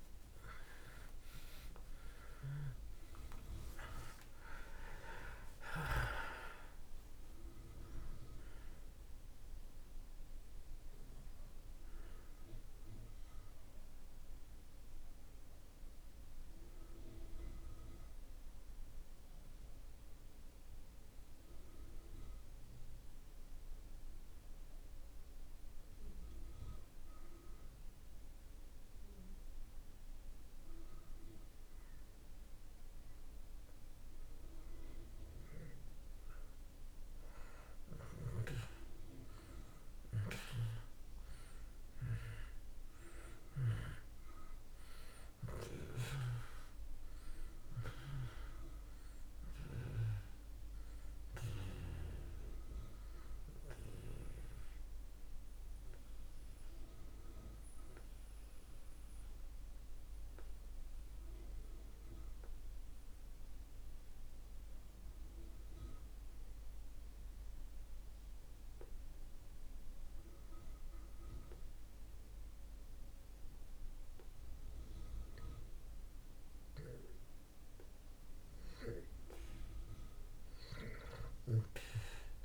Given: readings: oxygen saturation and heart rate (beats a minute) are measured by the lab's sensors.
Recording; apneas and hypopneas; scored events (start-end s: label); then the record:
breathing in sleep by a room microphone; 2
0.00-5.50 s: oxygen desaturation (device-marked, oxygen 91% lowest)
14.50-31.50 s: oxygen desaturation (device-marked, oxygen 91% before, 77% lowest)
17.00-34.50 s: mixed apnea (oxygen 95% before, 77% lowest)
37.50-42.00 s: arousal
44.50-75.50 s: oxygen desaturation (device-marked, oxygen 98% before, 84% lowest)
57.50-77.50 s: obstructive apnea (oxygen 98% before, 79% lowest)
From the record:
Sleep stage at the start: N2 (light sleep); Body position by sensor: on the back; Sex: male